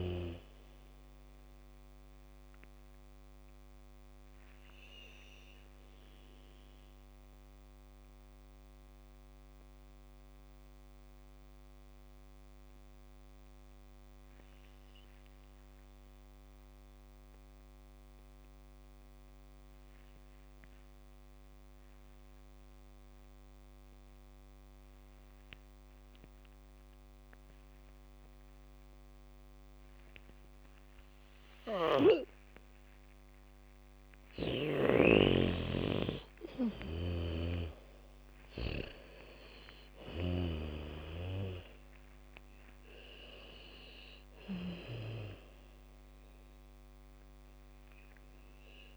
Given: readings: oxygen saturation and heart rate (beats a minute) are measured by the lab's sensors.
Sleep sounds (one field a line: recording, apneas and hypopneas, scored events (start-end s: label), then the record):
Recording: breathing in sleep by a microphone on the trachea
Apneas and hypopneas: 1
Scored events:
0.00-16.00 s: oxygen desaturation (device-marked, oxygen 83% lowest, heart rate 38 extreme)
4.00-33.50 s: mixed apnea (oxygen 99% before, 83% lowest, heart rate 59 before, 44 extreme)
31.00-41.00 s: bradycardia (device-marked, heart rate 72 before, 44 extreme)
32.00-35.50 s: snoring (device-marked)
32.00-48.97 s: oxygen desaturation (device-marked, oxygen 99% before, 83% lowest, heart rate 72 before, 45 extreme)
35.50-39.00 s: arousal
37.50-45.50 s: snoring (device-marked)
From the record:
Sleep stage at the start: N2 (light sleep)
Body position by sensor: on the back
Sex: female